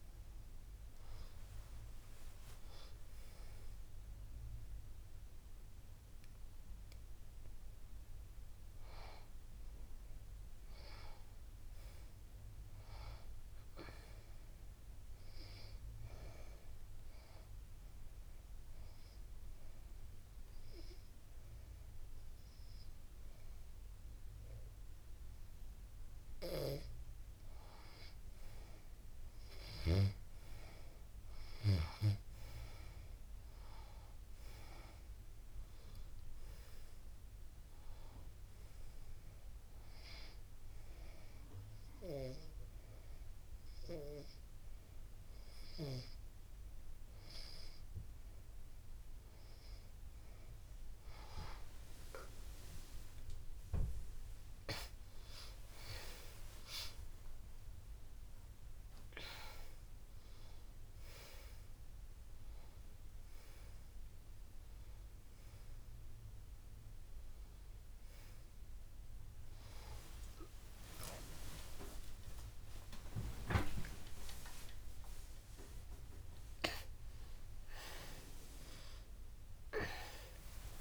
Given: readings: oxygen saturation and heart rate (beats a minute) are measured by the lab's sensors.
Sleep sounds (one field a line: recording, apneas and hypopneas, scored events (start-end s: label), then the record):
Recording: a person partly awake in a sleep study, by a room microphone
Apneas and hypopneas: 2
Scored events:
15.50-26.50 s: hypopnea (oxygen 97% before, 92% lowest, heart rate 95 before, 85 extreme, up 3 after)
29.50-33.50 s: arousal
30.00-40.00 s: oxygen desaturation (device-marked, oxygen 97% before, 92% lowest, heart rate 91 before, 85 extreme)
39.00-49.50 s: hypopnea (oxygen 98% before, 94% lowest, heart rate 89 before, 85 extreme, up 7 after)
51.00-80.81 s: new sleep stage, awake
From the record:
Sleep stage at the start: N2 (light sleep)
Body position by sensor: on the back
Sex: female